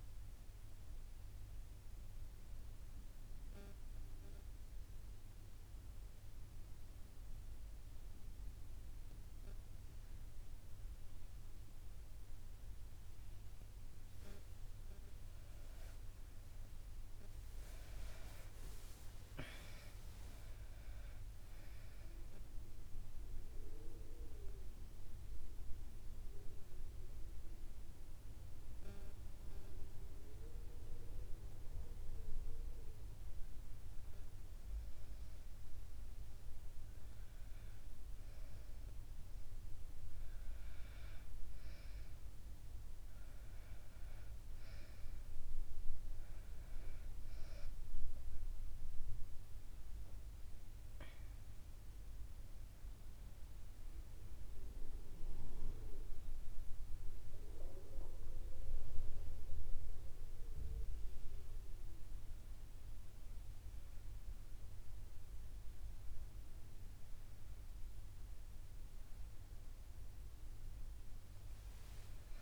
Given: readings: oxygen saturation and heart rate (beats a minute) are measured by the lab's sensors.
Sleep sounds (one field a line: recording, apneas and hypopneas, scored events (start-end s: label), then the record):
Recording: breathing in sleep by a room microphone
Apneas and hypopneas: 2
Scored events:
3.00-14.50 s: hypopnea (oxygen 99% before, 94% lowest, heart rate 75 before, 70 extreme, up 10 after)
7.50-14.50 s: oxygen desaturation (device-marked, oxygen 99% before, 96% lowest, heart rate 75 before, 70 extreme)
16.50-26.50 s: oxygen desaturation (device-marked, oxygen 98% before, 95% lowest, heart rate 74 before, 68 extreme)
17.00-20.50 s: arousal
25.50-55.50 s: new sleep stage, N2 (light sleep)
26.50-39.00 s: hypopnea (oxygen 99% before, 94% lowest, heart rate 74 before, 67 extreme, up 1 after)
41.50-45.00 s: arousal
55.50-72.42 s: new sleep stage, N1 (lightest sleep)
70.00-72.42 s: arousal
From the record:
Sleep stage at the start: N1 (lightest sleep)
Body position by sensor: on the back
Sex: female